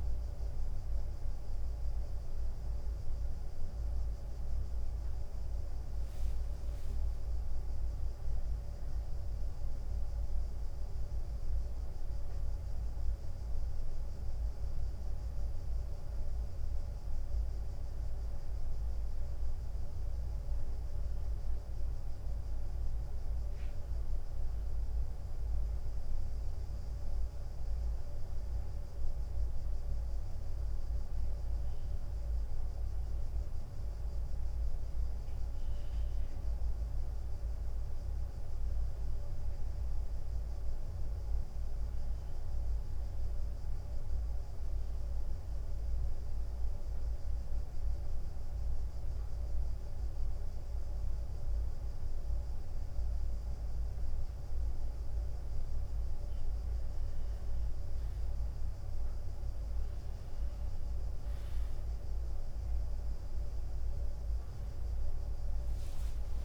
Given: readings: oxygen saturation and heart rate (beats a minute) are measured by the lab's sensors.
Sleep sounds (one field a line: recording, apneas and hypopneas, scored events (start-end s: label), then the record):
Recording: breathing in sleep, hard to hear, by a room microphone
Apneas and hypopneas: 1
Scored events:
47.50-57.50 s: central apnea (oxygen 96% before, 91% lowest, heart rate 92 before, 91 extreme, up 1 after)
63.00-66.45 s: drop in pulse transit time (device-marked, heart rate 92 before, 89 extreme)
From the record:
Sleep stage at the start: N1 (lightest sleep)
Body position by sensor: on the right side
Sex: male